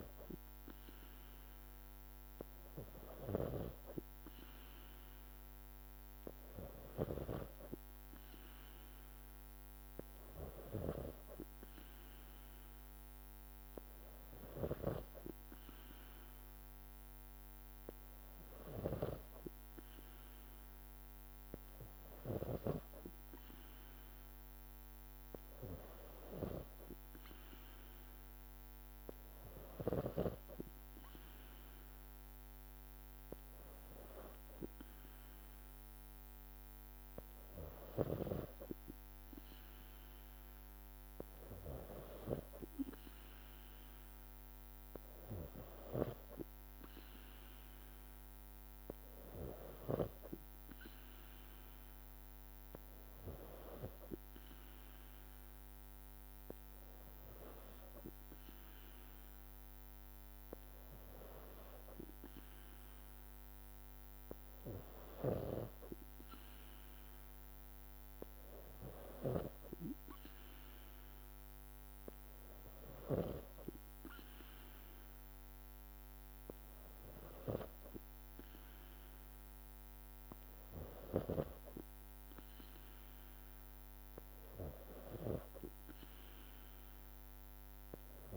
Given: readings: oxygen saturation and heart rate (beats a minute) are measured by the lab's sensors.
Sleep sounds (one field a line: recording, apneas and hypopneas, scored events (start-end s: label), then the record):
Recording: breathing in sleep by a microphone on the trachea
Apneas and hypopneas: none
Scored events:
none scored
From the record:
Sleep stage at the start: N3 (deep sleep)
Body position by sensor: on the back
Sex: female